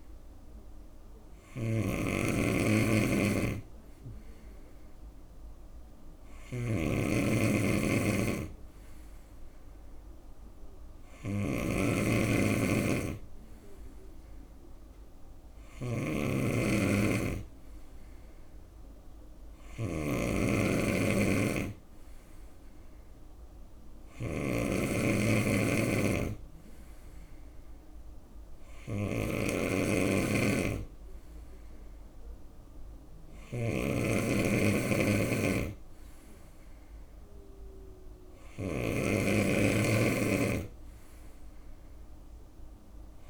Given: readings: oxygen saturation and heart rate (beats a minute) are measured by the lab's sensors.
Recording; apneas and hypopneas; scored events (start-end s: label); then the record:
breathing in sleep by a room microphone; none
0.00-43.00 s: snoring (device-marked)
From the record:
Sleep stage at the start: N2 (light sleep); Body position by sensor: on the right side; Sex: male